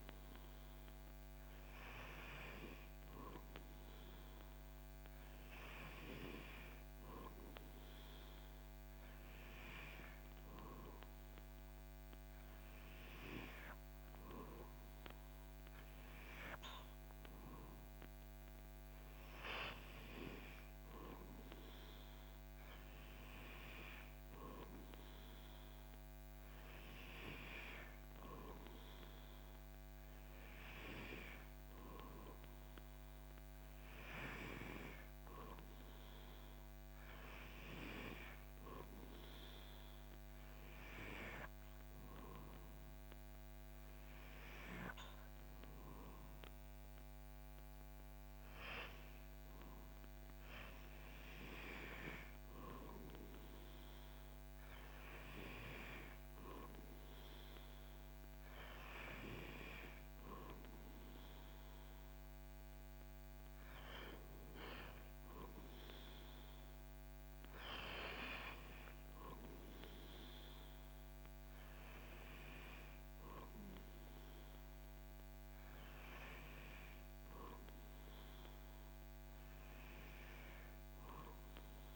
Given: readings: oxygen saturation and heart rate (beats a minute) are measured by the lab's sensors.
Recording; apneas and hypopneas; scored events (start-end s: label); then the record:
breathing in sleep by a microphone on the trachea; none
none scored
From the record:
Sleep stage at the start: N2 (light sleep); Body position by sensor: on the back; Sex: male